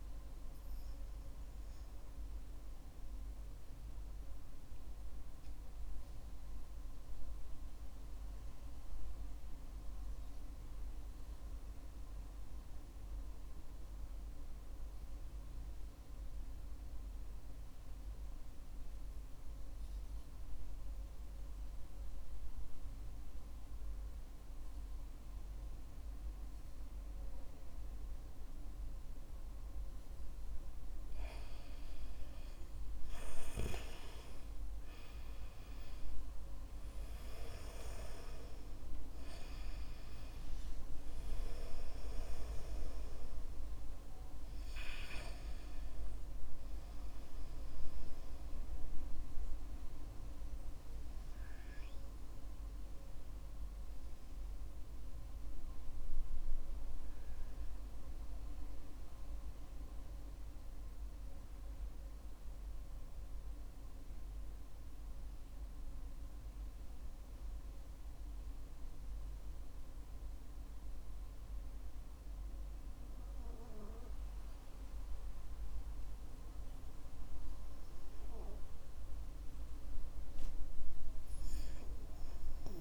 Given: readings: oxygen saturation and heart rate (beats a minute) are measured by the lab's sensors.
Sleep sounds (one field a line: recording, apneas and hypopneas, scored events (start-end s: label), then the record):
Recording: breathing in sleep by a room microphone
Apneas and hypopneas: 2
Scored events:
4.50-28.00 s: obstructive apnea (oxygen 97% before, 94% lowest, heart rate 57 before, 48 extreme, up 8 after)
34.00-39.00 s: arousal
53.50-77.00 s: hypopnea (oxygen 98% before, 94% lowest, heart rate 53 before, 46 extreme, up 6 after)
69.00-82.00 s: oxygen desaturation (device-marked, oxygen 98% before, 94% lowest, heart rate 49 before, 46 extreme)
79.00-82.50 s: arousal
From the record:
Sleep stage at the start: REM sleep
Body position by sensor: on the back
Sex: male